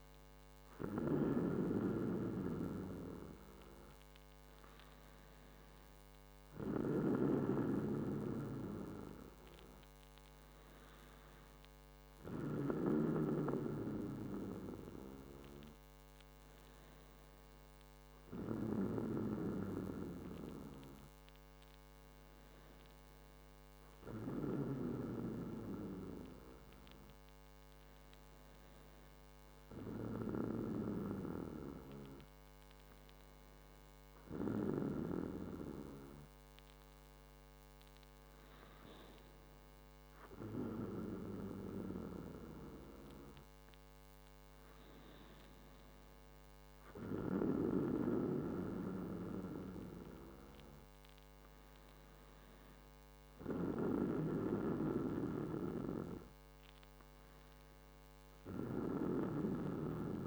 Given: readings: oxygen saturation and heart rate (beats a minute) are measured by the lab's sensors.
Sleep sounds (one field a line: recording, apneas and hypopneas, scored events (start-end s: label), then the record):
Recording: breathing in sleep by a microphone on the trachea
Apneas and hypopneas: none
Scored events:
none scored
From the record:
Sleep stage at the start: N2 (light sleep)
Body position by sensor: on the back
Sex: male